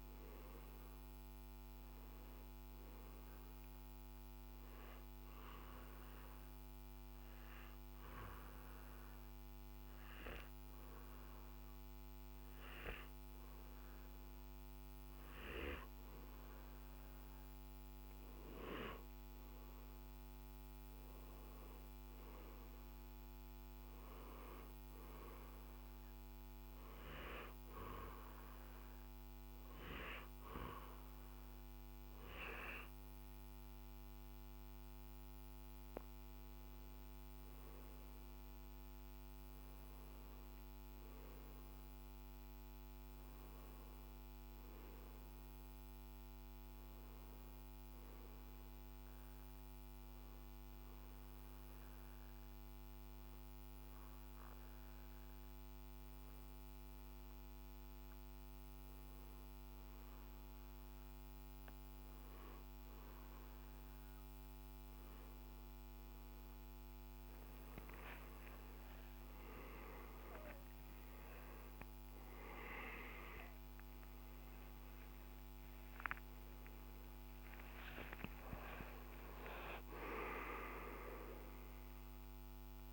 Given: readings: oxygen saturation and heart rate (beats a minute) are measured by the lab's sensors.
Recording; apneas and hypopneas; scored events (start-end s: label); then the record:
breathing in sleep by a microphone on the trachea; 2
0.00-9.50 s: oxygen desaturation (device-marked, oxygen 93% lowest, heart rate 55 extreme)
6.00-17.50 s: obstructive apnea (oxygen 97% before, 93% lowest, heart rate 63 before, 58 extreme, up 10 after)
19.50-23.50 s: arousal
50.00-63.50 s: hypopnea (oxygen 95% before, 92% lowest, heart rate 63 before, 54 extreme, up 14 after)
69.50-82.93 s: oxygen desaturation (device-marked, oxygen 96% before, 92% lowest, heart rate 58 before, 57 extreme)
70.50-78.50 s: arousal
From the record:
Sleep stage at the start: N2 (light sleep); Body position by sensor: on the right side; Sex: male